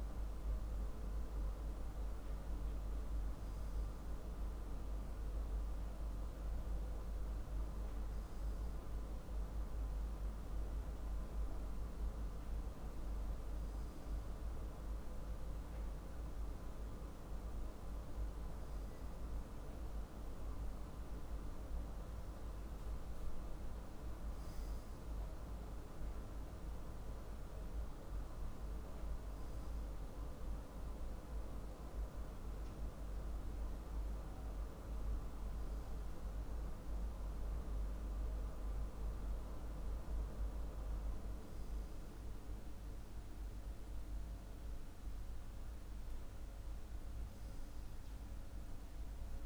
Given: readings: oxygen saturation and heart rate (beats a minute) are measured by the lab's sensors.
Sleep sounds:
breathing in sleep, hard to hear, by a room microphone; none
none scored
From the record:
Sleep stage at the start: N2 (light sleep); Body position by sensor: on the left side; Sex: male

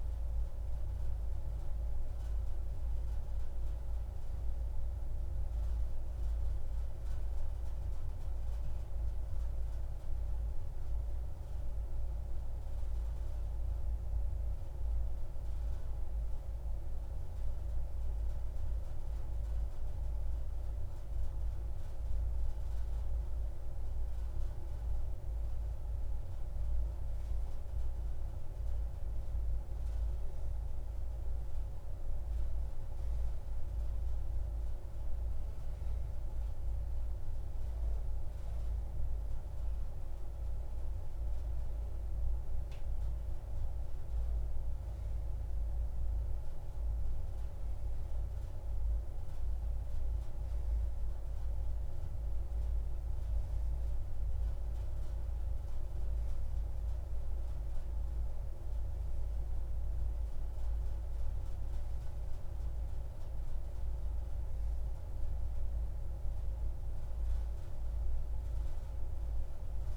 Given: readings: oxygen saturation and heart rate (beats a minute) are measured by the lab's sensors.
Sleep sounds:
breathing in sleep, hard to hear, by a room microphone; none
none scored
From the record:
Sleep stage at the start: N2 (light sleep); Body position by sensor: on the back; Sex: male

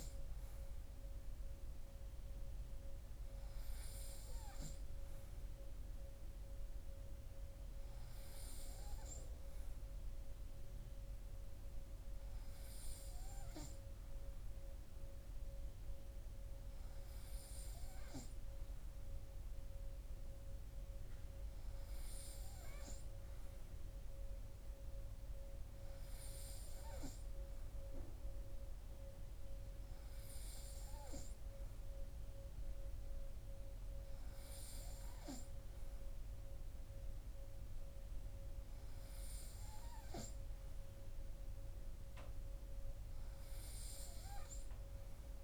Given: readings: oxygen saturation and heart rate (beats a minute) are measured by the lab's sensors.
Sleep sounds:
breathing in sleep by a room microphone; none
none scored
From the record:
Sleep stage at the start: N3 (deep sleep); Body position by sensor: on the right side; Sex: male

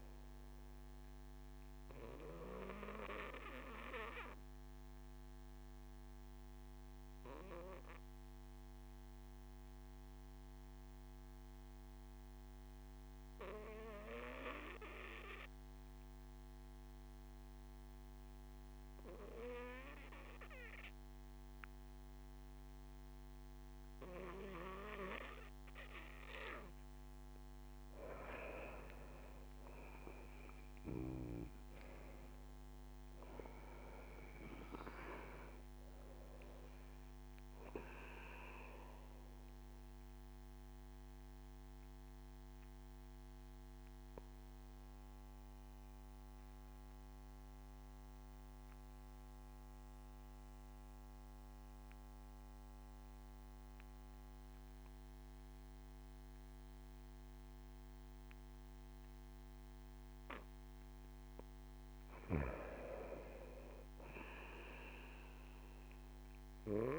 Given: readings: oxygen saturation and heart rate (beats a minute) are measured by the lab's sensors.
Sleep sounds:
breathing in sleep by a microphone on the trachea; 2
0.00-11.00 s: oxygen desaturation (device-marked, oxygen 94% lowest)
2.50-26.00 s: obstructive apnea (oxygen 98% before, 92% lowest)
25.00-50.00 s: oxygen desaturation (device-marked, oxygen 97% before, 92% lowest)
27.50-31.00 s: arousal
40.00-61.00 s: obstructive apnea (oxygen 97% before, 92% lowest)
59.00-66.99 s: new sleep stage, N2 (light sleep)
62.50-66.50 s: arousal
From the record:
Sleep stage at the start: N1 (lightest sleep); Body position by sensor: on the back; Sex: male

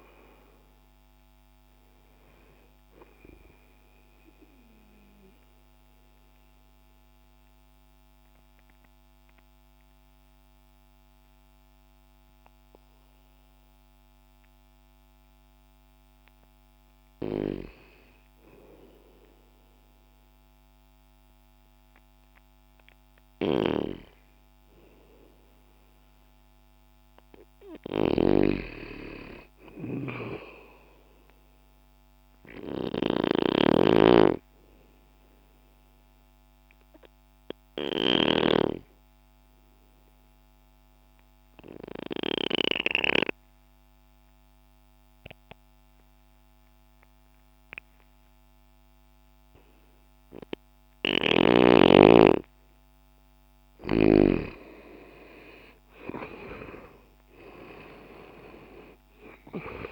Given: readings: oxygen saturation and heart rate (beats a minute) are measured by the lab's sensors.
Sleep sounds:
breathing in sleep by a microphone on the trachea; 2
0.00-4.50 s: oxygen desaturation (device-marked, oxygen 90% lowest, heart rate 59 extreme)
4.00-16.50 s: mixed apnea (oxygen 97% before, 82% lowest, heart rate 62 before, 60 extreme, up 0 after)
9.50-23.50 s: oxygen desaturation (device-marked, oxygen 91% before, 82% lowest, heart rate 62 before, 60 extreme)
20.00-24.50 s: arousal
27.50-38.50 s: snoring (device-marked)
29.50-54.50 s: oxygen desaturation (device-marked, oxygen 98% before, 87% lowest, heart rate 60 before, 60 extreme)
35.50-52.00 s: obstructive apnea (oxygen 98% before, 82% lowest, heart rate 60 before, 60 extreme, up 4 after)
54.00-58.50 s: arousal
From the record:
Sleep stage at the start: N2 (light sleep); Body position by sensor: on the left side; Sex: male

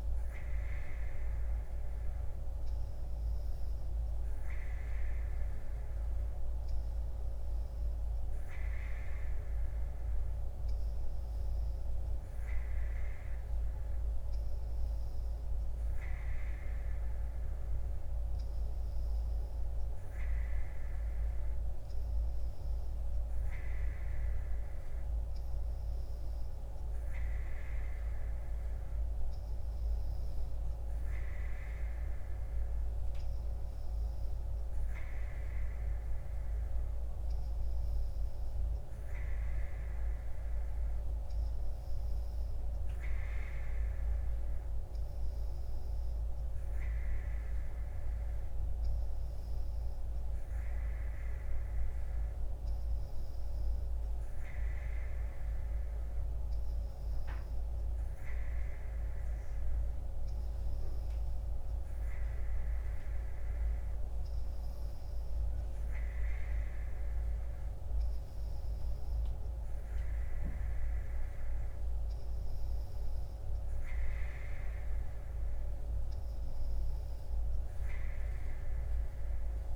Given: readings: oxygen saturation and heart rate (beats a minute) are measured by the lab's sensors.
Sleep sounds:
breathing in sleep, hard to hear, by a room microphone; none
none scored
From the record:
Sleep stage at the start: N3 (deep sleep); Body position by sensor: on the right side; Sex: female

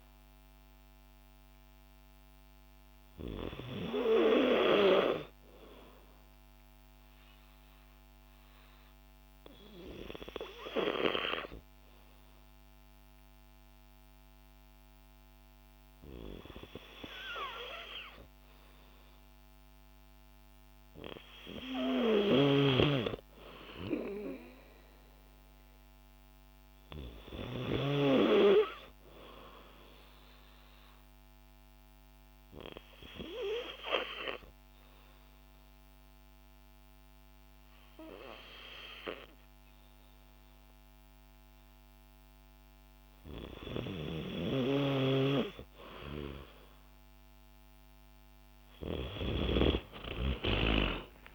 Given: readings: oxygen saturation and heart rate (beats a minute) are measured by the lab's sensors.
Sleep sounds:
breathing in sleep by a microphone on the trachea; 2
7.00-19.50 s: hypopnea (oxygen 96% before, 92% lowest, heart rate 57 before, 54 extreme, up 1 after)
20.50-24.50 s: arousal
29.50-43.50 s: oxygen desaturation (device-marked, oxygen 95% before, 92% lowest, heart rate 56 before, 54 extreme)
32.00-43.50 s: obstructive apnea (oxygen 95% before, 92% lowest, heart rate 56 before, 54 extreme, up 4 after)
49.50-51.35 s: arousal
From the record:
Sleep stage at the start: N2 (light sleep); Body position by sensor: on the back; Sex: female

